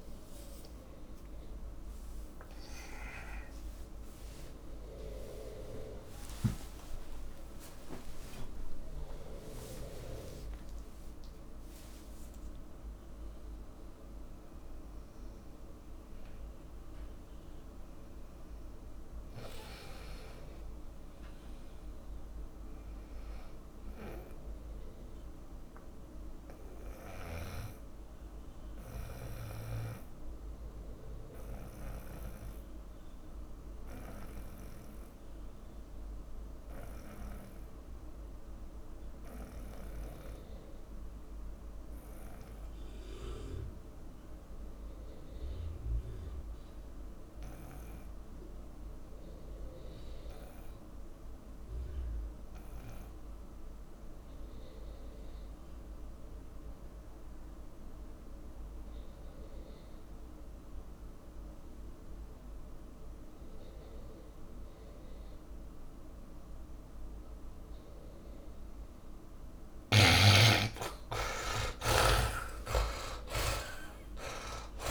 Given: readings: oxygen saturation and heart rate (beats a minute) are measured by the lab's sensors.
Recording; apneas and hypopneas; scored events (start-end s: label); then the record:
breathing in sleep by a room microphone; 1
0.00-2.50 s: arousal
0.00-3.50 s: tachycardia (device-marked, heart rate 180 extreme)
16.50-20.50 s: oxygen desaturation (device-marked, oxygen 100% before, 93% lowest)
22.00-26.00 s: arousal
31.50-74.91 s: oxygen desaturation (device-marked, oxygen 100% before, 71% lowest)
43.00-69.00 s: obstructive apnea (oxygen 100% before, 71% lowest)
71.00-74.91 s: arousal
From the record:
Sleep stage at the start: N2 (light sleep); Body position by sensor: on the back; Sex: male